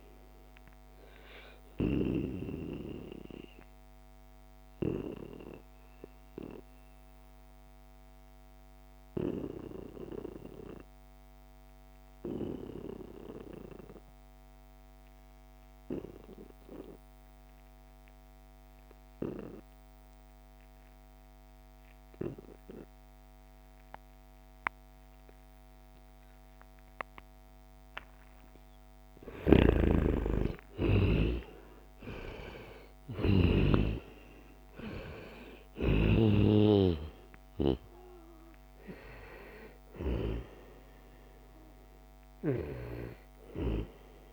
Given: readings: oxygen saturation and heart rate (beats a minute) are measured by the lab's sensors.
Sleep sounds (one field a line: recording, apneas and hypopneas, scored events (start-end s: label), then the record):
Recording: breathing in sleep by a microphone on the trachea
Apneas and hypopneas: 1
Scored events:
0.00-6.50 s: oxygen desaturation (device-marked, oxygen 88% lowest, heart rate 69 extreme)
0.50-27.50 s: obstructive apnea (oxygen 95% before, 88% lowest, heart rate 77 before, 69 extreme, up 11 after)
24.50-31.50 s: oxygen desaturation (device-marked, oxygen 97% before, 93% lowest, heart rate 73 before, 73 extreme)
29.00-33.50 s: snoring (device-marked)
29.50-33.50 s: arousal
37.50-44.33 s: oxygen desaturation (device-marked, oxygen 94% before, 88% lowest, heart rate 74 before, 69 extreme)
From the record:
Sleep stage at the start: N2 (light sleep)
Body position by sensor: on the right side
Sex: male